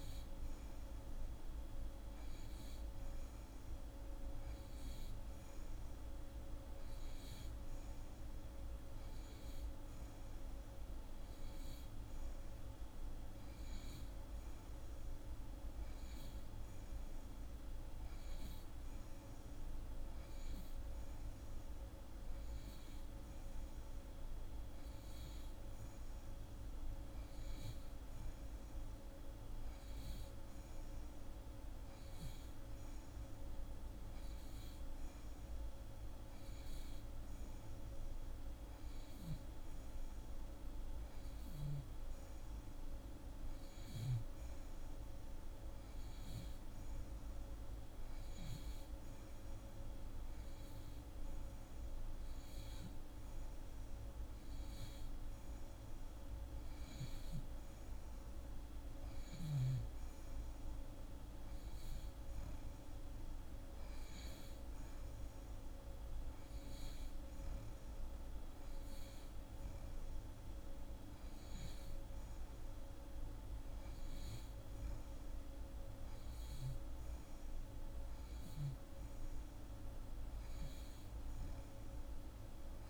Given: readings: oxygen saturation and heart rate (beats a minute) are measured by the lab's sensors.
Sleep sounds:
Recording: breathing in sleep, hard to hear, by a room microphone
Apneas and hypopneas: none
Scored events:
none scored
From the record:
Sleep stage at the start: N2 (light sleep)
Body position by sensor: on the back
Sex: female

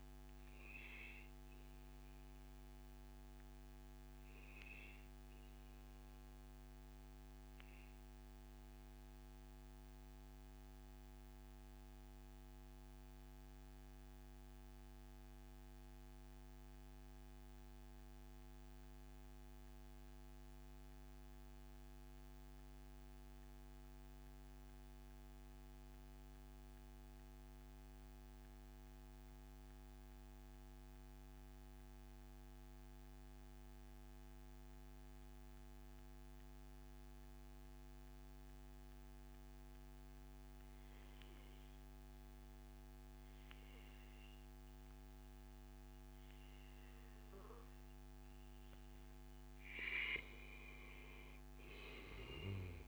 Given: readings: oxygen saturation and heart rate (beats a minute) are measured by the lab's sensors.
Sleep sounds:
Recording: breathing in sleep, hard to hear, by a microphone on the trachea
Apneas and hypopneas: 1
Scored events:
2.50-47.50 s: mixed apnea (oxygen 98% before, 92% lowest, heart rate 141 before, 140 extreme, up 1 after)
From the record:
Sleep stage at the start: N2 (light sleep)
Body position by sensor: on the back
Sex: male

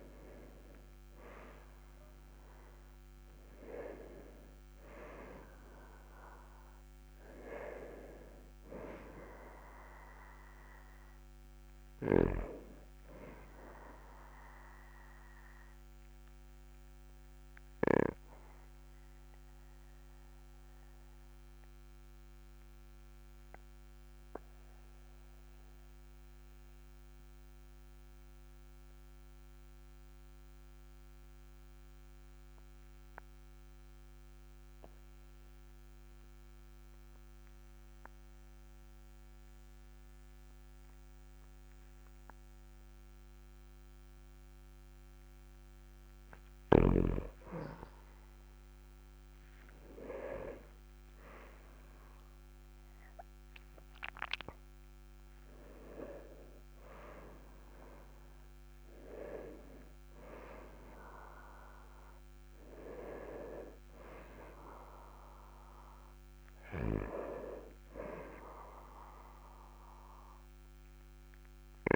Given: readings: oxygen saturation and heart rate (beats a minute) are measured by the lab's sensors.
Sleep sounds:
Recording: breathing in sleep by a microphone on the trachea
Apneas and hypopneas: 1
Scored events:
16.00-45.50 s: obstructive apnea (oxygen 99% before, 94% lowest, heart rate 45 before, 39 extreme, up 0 after)
48.50-53.50 s: arousal
From the record:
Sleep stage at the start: N2 (light sleep)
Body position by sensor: on the back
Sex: male

